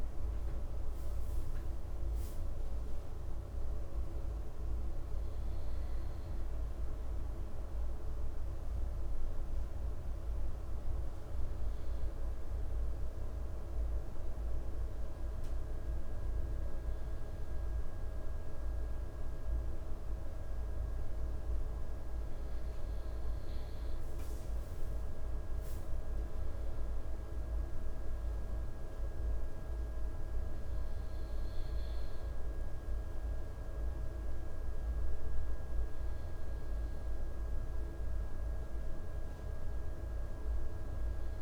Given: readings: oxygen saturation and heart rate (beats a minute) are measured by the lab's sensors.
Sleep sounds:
breathing in sleep, hard to hear, by a room microphone; none
none scored
From the record:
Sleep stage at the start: N2 (light sleep); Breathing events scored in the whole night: 207 in 6.1 hours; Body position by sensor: on the left side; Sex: male

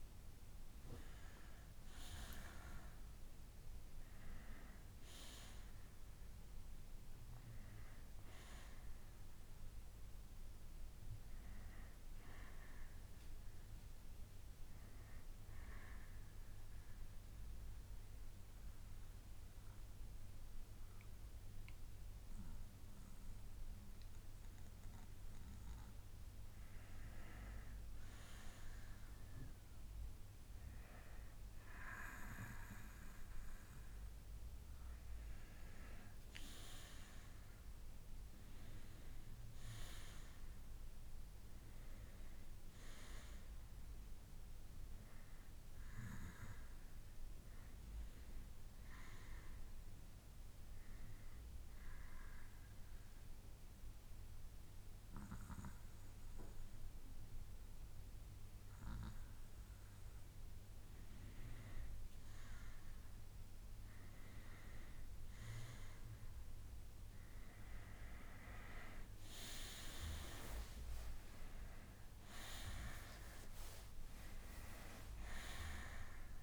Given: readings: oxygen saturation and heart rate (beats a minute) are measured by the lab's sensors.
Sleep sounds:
breathing in sleep by a room microphone; 2
14.50-25.50 s: mixed apnea (oxygen 92% before, 89% lowest, heart rate 71 before, 55 extreme, up 18 after)
15.50-18.50 s: bradycardia (device-marked, heart rate 62 before, 62 extreme)
28.50-30.50 s: bradycardia (device-marked, heart rate 62 before, 62 extreme)
31.50-36.00 s: arousal
32.50-45.50 s: oxygen desaturation (device-marked, oxygen 95% before, 90% lowest, heart rate 63 before, 55 extreme)
45.50-47.50 s: bradycardia (device-marked, heart rate 63 before, 64 extreme)
49.50-60.50 s: obstructive apnea (oxygen 95% before, 89% lowest, heart rate 64 before, 53 extreme, up 3 after)
62.50-67.00 s: arousal
68.50-70.50 s: bradycardia (device-marked, heart rate 64 before, 65 extreme)
69.50-76.43 s: oxygen desaturation (device-marked, oxygen 93% before, 89% lowest, heart rate 66 before, 49 extreme)
From the record:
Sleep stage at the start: N2 (light sleep); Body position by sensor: on the back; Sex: male

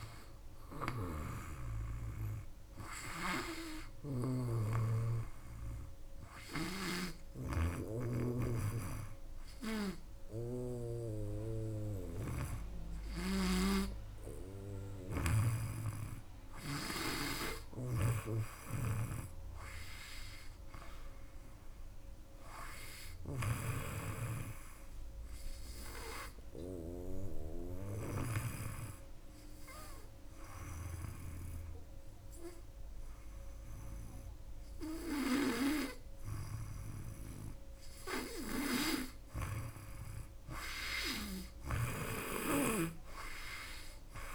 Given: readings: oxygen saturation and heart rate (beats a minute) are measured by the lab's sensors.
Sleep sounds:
breathing in sleep by a room microphone; 1
2.50-10.50 s: snoring (device-marked)
17.50-27.00 s: snoring (device-marked)
25.50-35.50 s: hypopnea (oxygen 99% before, 94% lowest, heart rate 76 before, 76 extreme, up 2 after)
36.50-39.50 s: arousal
41.00-44.35 s: snoring (device-marked)
From the record:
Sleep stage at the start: N2 (light sleep); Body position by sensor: on the back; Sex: female

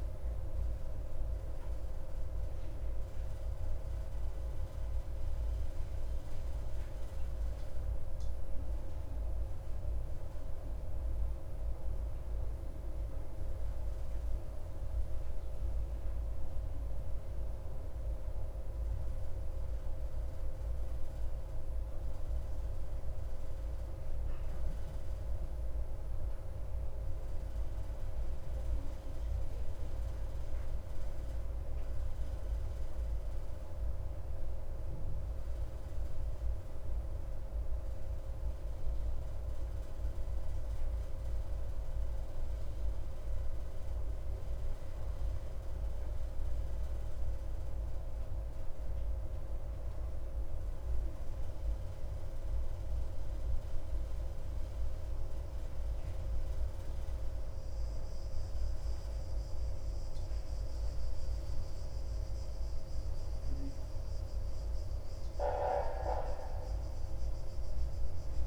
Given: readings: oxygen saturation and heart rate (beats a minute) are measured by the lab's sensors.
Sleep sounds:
breathing in sleep, hard to hear, by a room microphone; none
none scored
From the record:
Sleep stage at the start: N2 (light sleep); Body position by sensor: on the back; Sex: male

